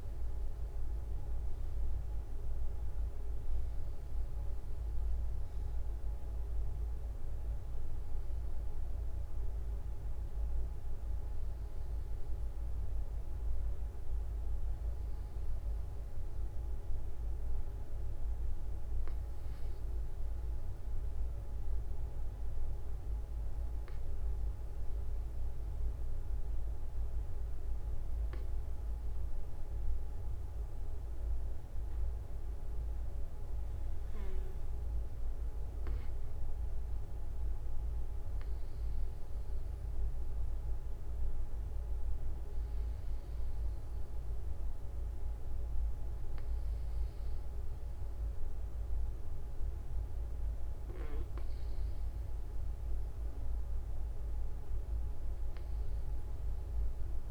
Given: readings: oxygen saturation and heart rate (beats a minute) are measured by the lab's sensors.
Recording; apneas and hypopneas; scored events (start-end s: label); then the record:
breathing in sleep, hard to hear, by a room microphone; none
1.00-3.00 s: long interval between heartbeats (device-marked)
17.00-57.31 s: new sleep stage, N2 (light sleep)
53.50-55.50 s: long interval between heartbeats (device-marked)
From the record:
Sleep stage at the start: N1 (lightest sleep); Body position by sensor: on the right side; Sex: male